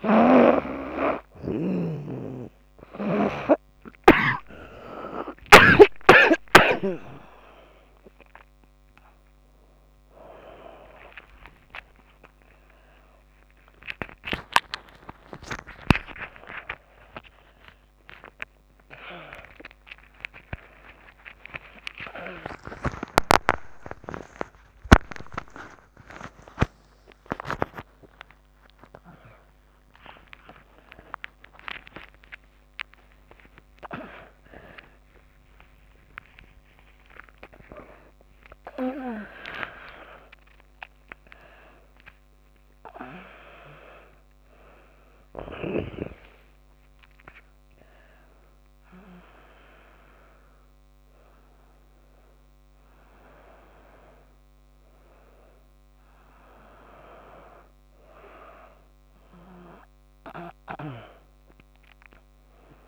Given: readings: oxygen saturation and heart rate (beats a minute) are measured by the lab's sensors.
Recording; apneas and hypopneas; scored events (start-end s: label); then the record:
a person partly awake in a sleep study, by a microphone on the trachea; none
0.00-3.00 s: snoring (device-marked)
17.00-47.00 s: new sleep stage, awake
21.00-24.50 s: snoring (device-marked)
47.00-62.87 s: new sleep stage, N2 (light sleep)
From the record:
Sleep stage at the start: N2 (light sleep); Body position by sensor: on the back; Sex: female